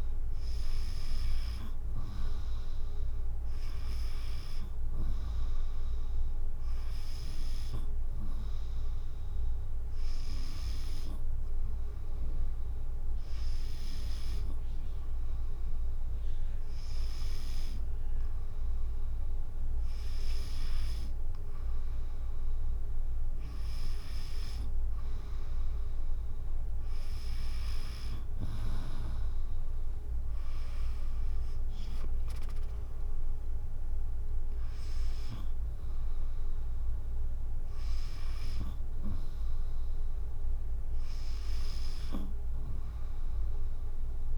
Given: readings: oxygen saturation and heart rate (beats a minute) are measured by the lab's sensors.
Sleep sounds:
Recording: breathing in sleep by a room microphone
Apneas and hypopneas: 1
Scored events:
3.00-6.50 s: arousal
8.50-20.00 s: hypopnea (oxygen 96% before, 93% lowest, heart rate 62 before, 67 extreme, up 2 after)
23.50-27.00 s: arousal
27.50-40.50 s: drop in pulse transit time (device-marked, heart rate 73 before, 67 extreme)
From the record:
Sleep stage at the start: N2 (light sleep)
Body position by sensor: on the back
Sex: female

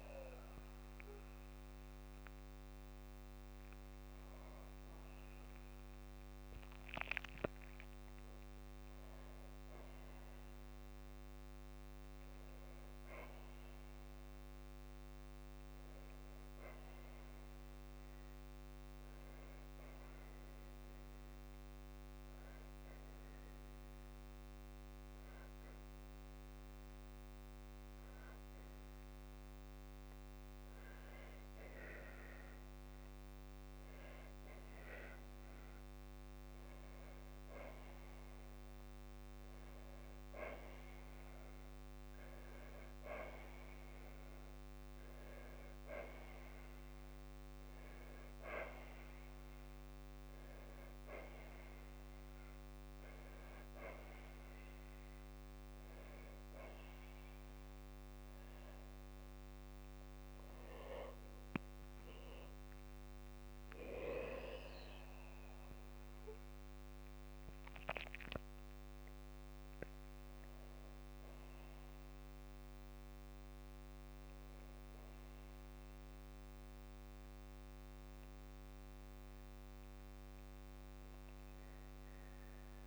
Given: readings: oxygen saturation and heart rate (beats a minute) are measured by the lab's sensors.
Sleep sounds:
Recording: breathing in sleep by a microphone on the trachea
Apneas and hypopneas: none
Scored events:
2.50-4.50 s: long interval between heartbeats (device-marked, heart rate 60 before, 74 extreme)
3.50-7.00 s: arousal
6.50-8.50 s: long interval between heartbeats (device-marked, heart rate 63 before, 80 extreme)
9.00-11.00 s: long interval between heartbeats (device-marked, heart rate 66 before, 81 extreme)
12.00-14.00 s: long interval between heartbeats (device-marked, heart rate 70 before, 84 extreme)
15.00-82.87 s: new sleep stage, N2 (light sleep)
53.50-55.50 s: long interval between heartbeats (device-marked, heart rate 58 before, 79 extreme)
58.00-68.00 s: tachycardia (device-marked, heart rate 69 before, 161 extreme)
58.50-60.50 s: long interval between heartbeats (device-marked, heart rate 64 before, 70 extreme)
61.00-63.00 s: long interval between heartbeats (device-marked, heart rate 67 before, 112 extreme)
62.00-65.50 s: arousal
64.50-66.50 s: long interval between heartbeats (device-marked, heart rate 76 before, 149 extreme)
From the record:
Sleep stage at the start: N1 (lightest sleep)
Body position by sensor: on the back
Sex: female

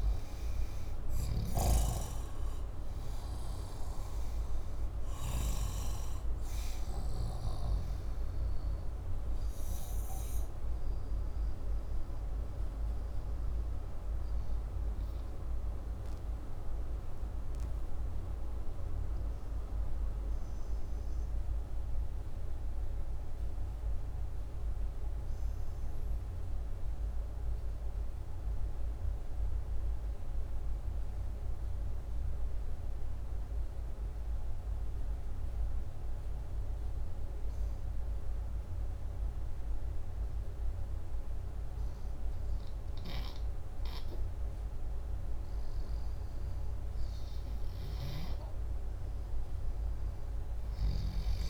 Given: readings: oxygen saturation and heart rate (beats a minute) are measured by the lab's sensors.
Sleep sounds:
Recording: breathing in sleep by a room microphone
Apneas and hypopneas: 1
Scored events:
15.00-44.50 s: obstructive apnea (oxygen 98% before, 93% lowest)
47.00-51.50 s: arousal
47.50-51.50 s: oxygen desaturation (device-marked, oxygen 97% before, 94% lowest)
From the record:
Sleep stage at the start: N2 (light sleep)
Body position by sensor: upright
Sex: male

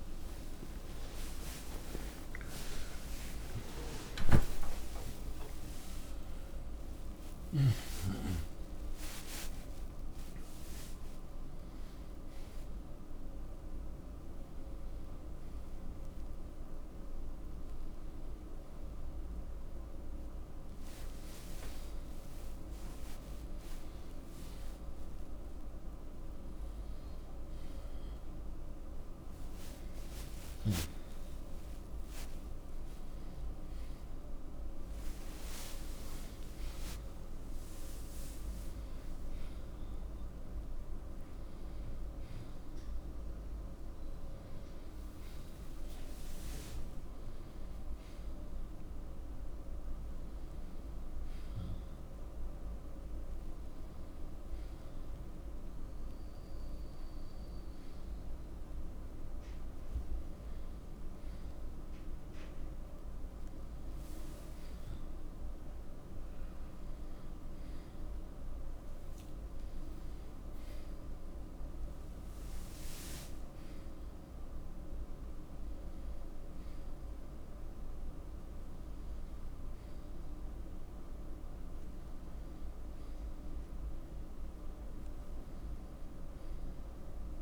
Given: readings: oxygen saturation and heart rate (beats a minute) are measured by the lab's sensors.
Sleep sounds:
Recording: a person partly awake in a sleep study, hard to hear, by a room microphone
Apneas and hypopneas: none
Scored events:
36.50-87.42 s: new sleep stage, N1 (lightest sleep)
From the record:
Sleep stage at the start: awake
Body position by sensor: on the right side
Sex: male

